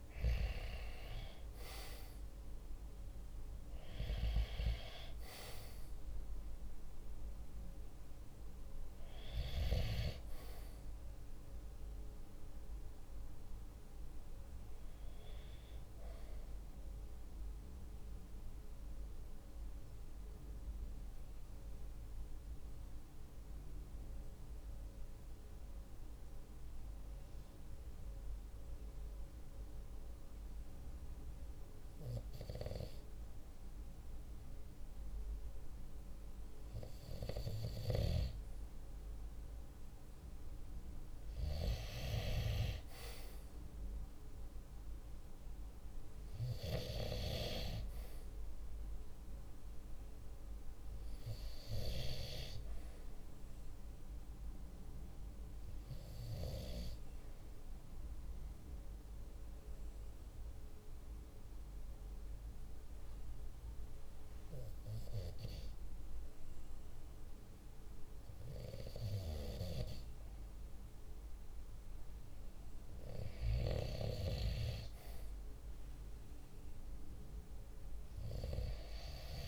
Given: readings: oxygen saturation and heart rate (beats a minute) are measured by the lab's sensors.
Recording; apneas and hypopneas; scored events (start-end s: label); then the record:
breathing in sleep by a room microphone; 2
16.50-35.50 s: obstructive apnea (oxygen 96% before, 93% lowest, heart rate 47 before, 45 extreme, up 3 after)
38.50-43.50 s: arousal
54.00-70.50 s: obstructive apnea (oxygen 97% before, 94% lowest, heart rate 48 before, 46 extreme, up 1 after)
73.50-77.50 s: arousal
From the record:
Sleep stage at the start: N2 (light sleep); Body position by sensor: on the right side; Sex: male